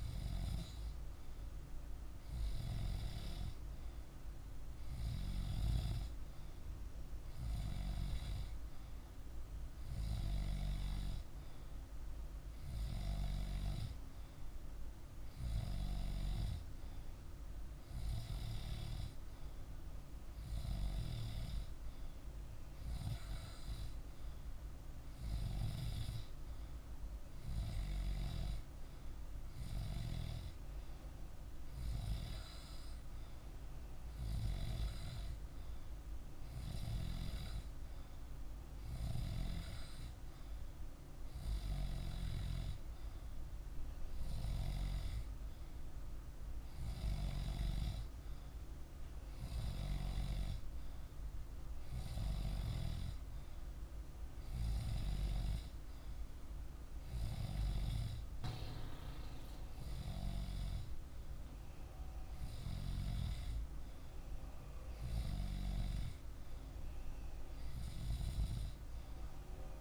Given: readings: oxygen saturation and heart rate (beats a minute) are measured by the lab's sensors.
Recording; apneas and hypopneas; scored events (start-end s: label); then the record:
breathing in sleep by a room microphone; none
none scored
From the record:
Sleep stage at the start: N2 (light sleep); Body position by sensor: on the back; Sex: male